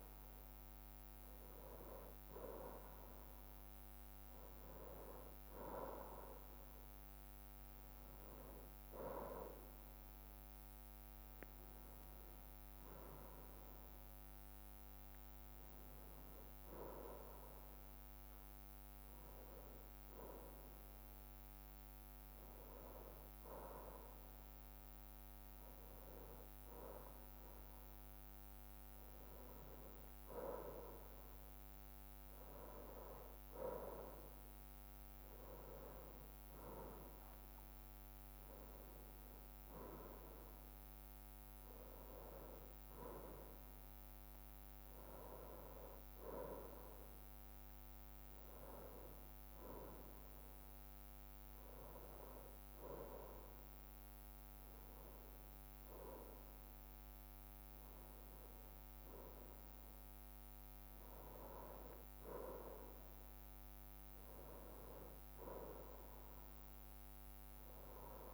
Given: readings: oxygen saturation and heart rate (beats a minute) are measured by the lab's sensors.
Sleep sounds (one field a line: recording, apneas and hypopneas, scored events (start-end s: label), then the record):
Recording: breathing in sleep by a microphone on the trachea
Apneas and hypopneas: none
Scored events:
none scored
From the record:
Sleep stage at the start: N1 (lightest sleep)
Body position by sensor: on the right side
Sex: male